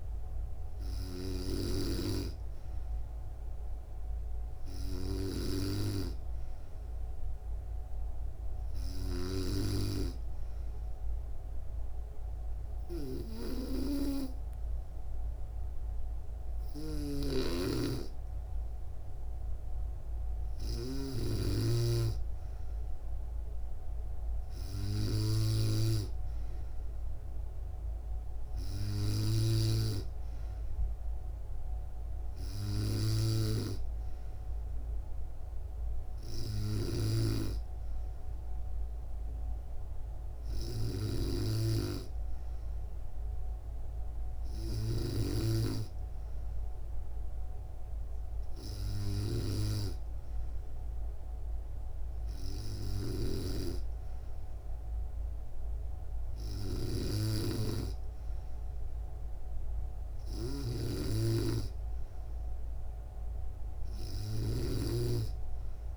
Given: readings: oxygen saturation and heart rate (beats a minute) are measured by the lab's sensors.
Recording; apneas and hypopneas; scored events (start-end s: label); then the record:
breathing in sleep by a room microphone; none
0.00-1.50 s: snoring (device-marked)
16.00-20.50 s: snoring (device-marked)
36.00-45.00 s: snoring (device-marked)
52.50-65.97 s: snoring (device-marked)
From the record:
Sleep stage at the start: N2 (light sleep); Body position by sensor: on the back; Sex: female